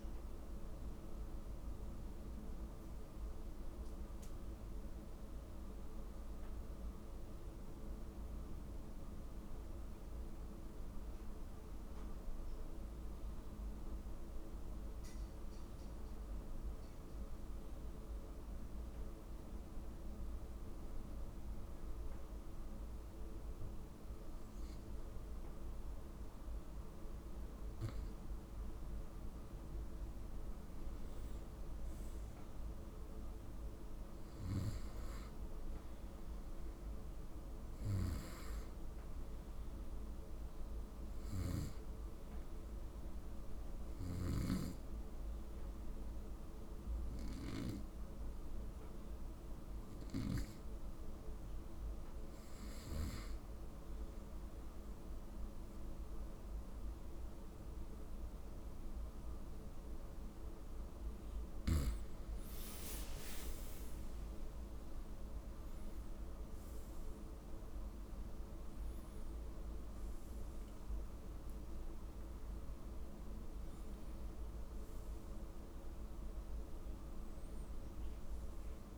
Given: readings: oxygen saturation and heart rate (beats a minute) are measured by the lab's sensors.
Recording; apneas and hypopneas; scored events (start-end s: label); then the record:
breathing in sleep, hard to hear, by a room microphone; 2
4.50-78.97 s: new sleep stage, N2 (light sleep)
16.50-29.00 s: hypopnea (oxygen 97% before, 93% lowest, heart rate 60 before, 59 extreme, up 5 after)
30.50-33.50 s: arousal
32.50-54.50 s: oxygen desaturation (device-marked, oxygen 98% before, 93% lowest, heart rate 60 before, 59 extreme)
43.50-55.00 s: hypopnea (oxygen 98% before, 93% lowest, heart rate 61 before, 59 extreme, up 7 after)
60.50-63.50 s: arousal
From the record:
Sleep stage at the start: N1 (lightest sleep); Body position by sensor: on the right side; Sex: male